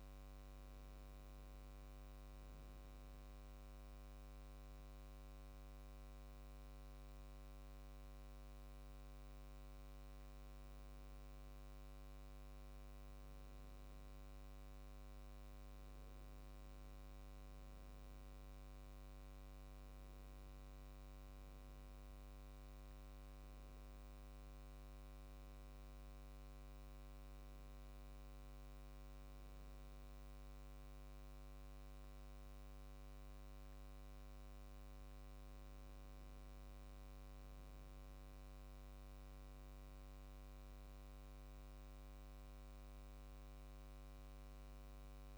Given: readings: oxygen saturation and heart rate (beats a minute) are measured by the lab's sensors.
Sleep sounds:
breathing in sleep, hard to hear, by a microphone on the trachea; 1
3.50-14.00 s: obstructive apnea (oxygen 97% before, 93% lowest, heart rate 74 before, 71 extreme, up 2 after)
17.00-21.50 s: arousal
41.00-44.00 s: arousal
From the record:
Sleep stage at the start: N2 (light sleep); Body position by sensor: on the back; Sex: male

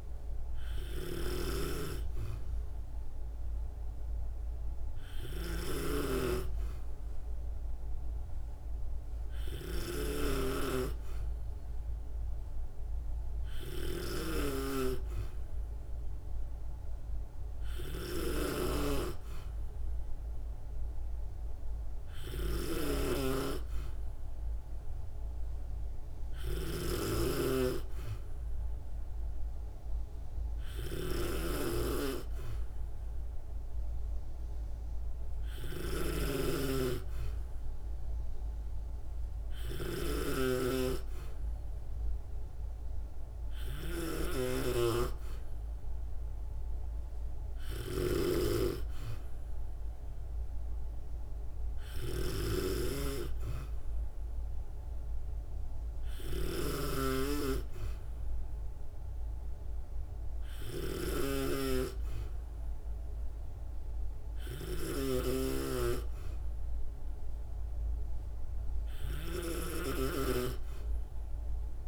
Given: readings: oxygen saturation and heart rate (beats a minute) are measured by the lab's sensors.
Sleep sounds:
breathing in sleep by a room microphone; none
0.00-71.88 s: snoring (device-marked)
From the record:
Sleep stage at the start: N2 (light sleep); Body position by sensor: on the back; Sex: female

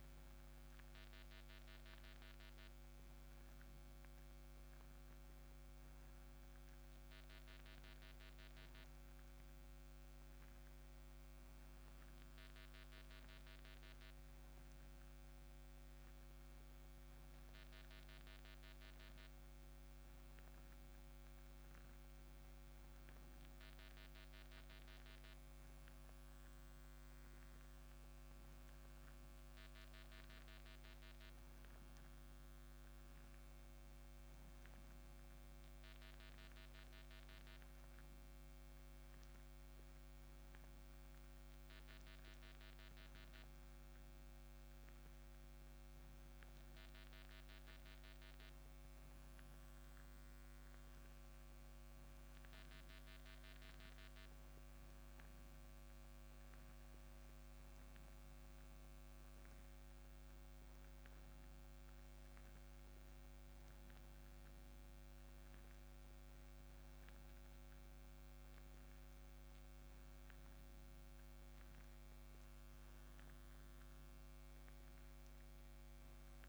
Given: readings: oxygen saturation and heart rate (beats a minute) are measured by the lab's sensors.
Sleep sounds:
breathing in sleep, hard to hear, by a microphone on the trachea; none
none scored
From the record:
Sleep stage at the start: N2 (light sleep); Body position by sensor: on the right side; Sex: male

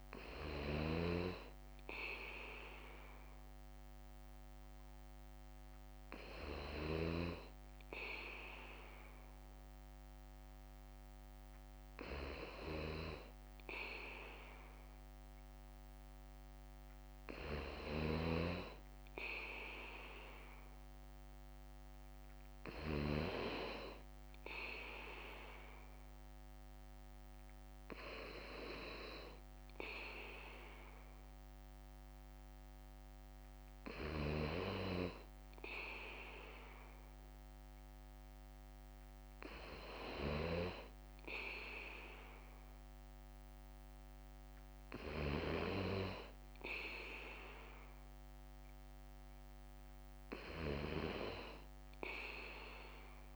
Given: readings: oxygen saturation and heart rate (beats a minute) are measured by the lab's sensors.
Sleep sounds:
breathing in sleep by a microphone on the trachea; none
0.00-20.50 s: bradycardia (device-marked, heart rate 56 extreme)
27.50-41.50 s: bradycardia (device-marked, heart rate 58 before, 57 extreme)
47.50-53.36 s: bradycardia (device-marked, heart rate 58 before, 56 extreme)
From the record:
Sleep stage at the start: N2 (light sleep); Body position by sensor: on the back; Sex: male

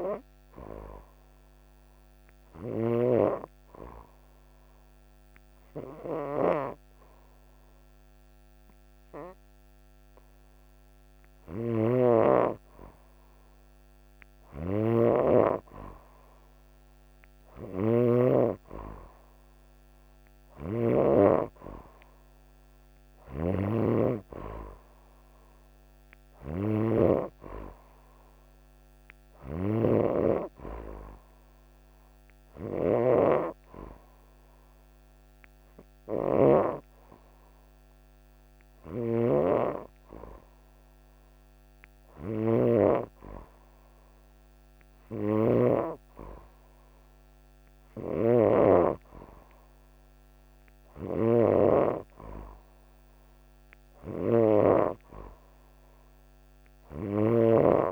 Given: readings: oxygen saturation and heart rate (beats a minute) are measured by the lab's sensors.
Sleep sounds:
breathing in sleep by a microphone on the trachea; 2
0.00-2.50 s: snoring (device-marked)
0.50-13.00 s: obstructive apnea (oxygen 93% before, 91% lowest)
11.00-45.50 s: snoring (device-marked)
16.50-19.50 s: arousal
31.00-41.00 s: hypopnea (oxygen 94% before, 91% lowest)
42.50-47.00 s: arousal
47.50-57.92 s: snoring (device-marked)
From the record:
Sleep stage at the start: N2 (light sleep); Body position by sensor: on the right side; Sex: female

